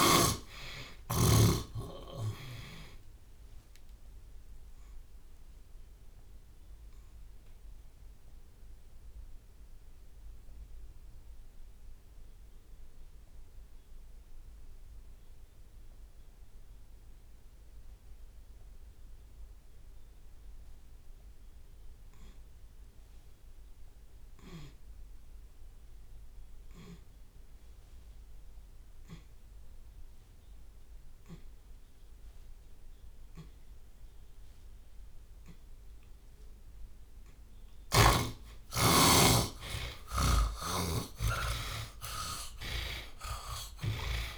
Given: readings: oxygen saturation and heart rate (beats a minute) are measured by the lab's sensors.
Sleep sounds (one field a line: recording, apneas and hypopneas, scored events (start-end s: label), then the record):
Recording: breathing in sleep by a room microphone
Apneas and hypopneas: 1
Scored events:
0.00-1.50 s: long interval between heartbeats (device-marked)
0.00-1.50 s: snoring (device-marked)
0.00-25.00 s: tachycardia (device-marked, heart rate 186 extreme)
3.00-5.00 s: drop in pulse transit time (device-marked, heart rate 40 before, 186 extreme)
7.00-35.50 s: obstructive apnea (oxygen 96% before, 66% lowest)
39.00-44.38 s: arousal
39.50-41.50 s: long interval between heartbeats (device-marked)
40.00-44.00 s: snoring (device-marked)
From the record:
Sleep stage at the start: N2 (light sleep)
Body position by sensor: on the back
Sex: male